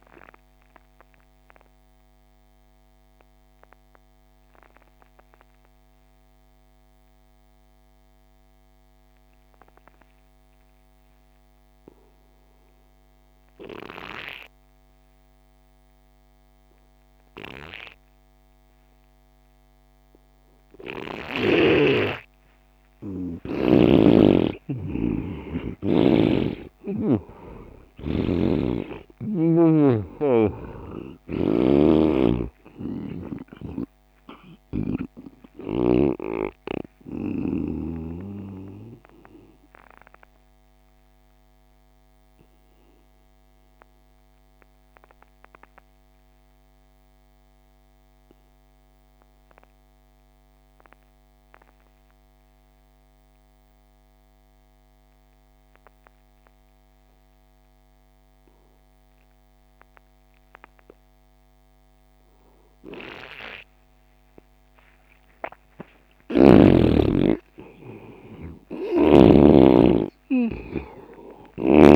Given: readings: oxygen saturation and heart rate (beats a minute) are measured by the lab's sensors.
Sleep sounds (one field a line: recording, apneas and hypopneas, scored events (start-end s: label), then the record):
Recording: breathing in sleep by a microphone on the trachea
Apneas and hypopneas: 2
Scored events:
0.00-7.50 s: oxygen desaturation (device-marked, oxygen 87% lowest)
0.50-21.50 s: obstructive apnea (oxygen 98% before, 83% lowest)
20.50-46.50 s: oxygen desaturation (device-marked, oxygen 98% before, 83% lowest)
25.00-28.50 s: arousal
26.50-30.00 s: snoring (device-marked)
32.00-35.50 s: snoring (device-marked)
38.50-65.50 s: obstructive apnea (oxygen 98% before, 82% lowest)
59.50-71.96 s: oxygen desaturation (device-marked, oxygen 99% before, 84% lowest)
67.00-71.00 s: arousal
From the record:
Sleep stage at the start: N2 (light sleep)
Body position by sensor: on the right side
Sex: male